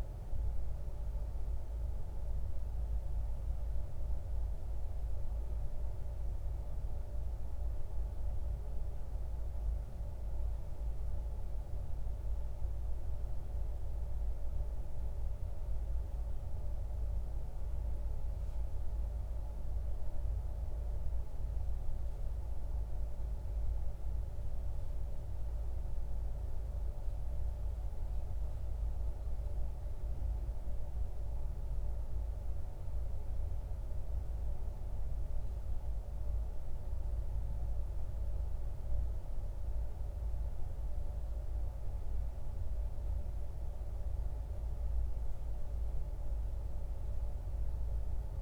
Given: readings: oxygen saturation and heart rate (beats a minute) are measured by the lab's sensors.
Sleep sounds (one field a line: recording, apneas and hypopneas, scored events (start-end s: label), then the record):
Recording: breathing in sleep, hard to hear, by a room microphone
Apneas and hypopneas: none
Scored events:
27.50-48.42 s: new sleep stage, N2 (light sleep)
From the record:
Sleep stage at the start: N1 (lightest sleep)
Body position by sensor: on the right side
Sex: male